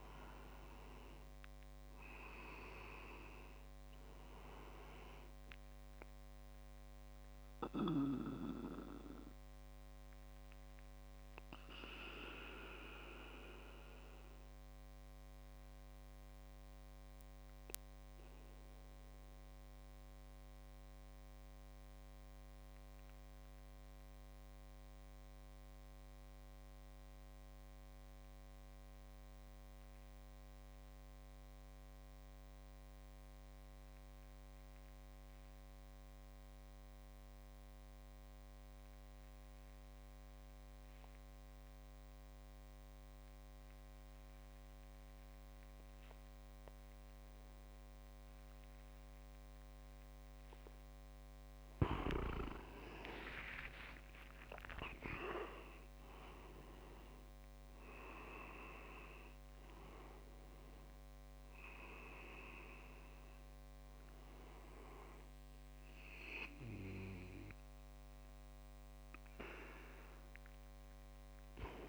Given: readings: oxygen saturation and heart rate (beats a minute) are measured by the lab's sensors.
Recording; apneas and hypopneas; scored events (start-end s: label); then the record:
breathing in sleep by a microphone on the trachea; 1
0.00-10.00 s: oxygen desaturation (device-marked, oxygen 88% lowest)
7.50-49.00 s: obstructive apnea (oxygen 98% before, 87% lowest)
40.00-67.00 s: oxygen desaturation (device-marked, oxygen 98% before, 87% lowest)
53.00-57.00 s: arousal
From the record:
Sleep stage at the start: N2 (light sleep); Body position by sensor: on the back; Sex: male